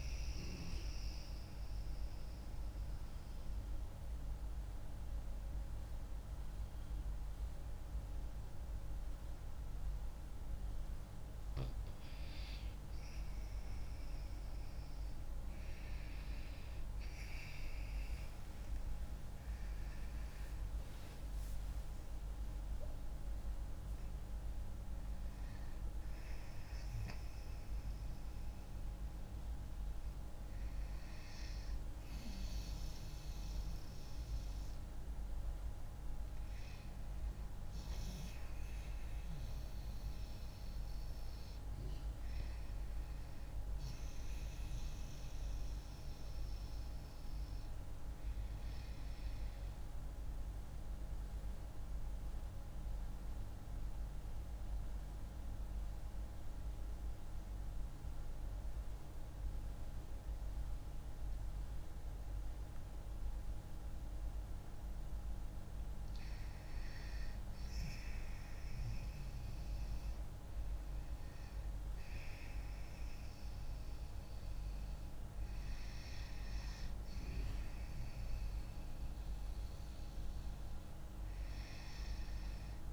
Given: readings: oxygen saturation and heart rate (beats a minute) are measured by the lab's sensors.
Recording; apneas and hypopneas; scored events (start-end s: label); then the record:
breathing in sleep, hard to hear, by a room microphone; 2
1.50-13.00 s: obstructive apnea (oxygen 96% before, 94% lowest)
18.50-23.50 s: arousal
49.50-66.50 s: obstructive apnea (oxygen 97% before, 91% lowest)
67.50-71.50 s: arousal
72.00-82.93 s: oxygen desaturation (device-marked, oxygen 96% before, 91% lowest)
From the record:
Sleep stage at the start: REM sleep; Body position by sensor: on the back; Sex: female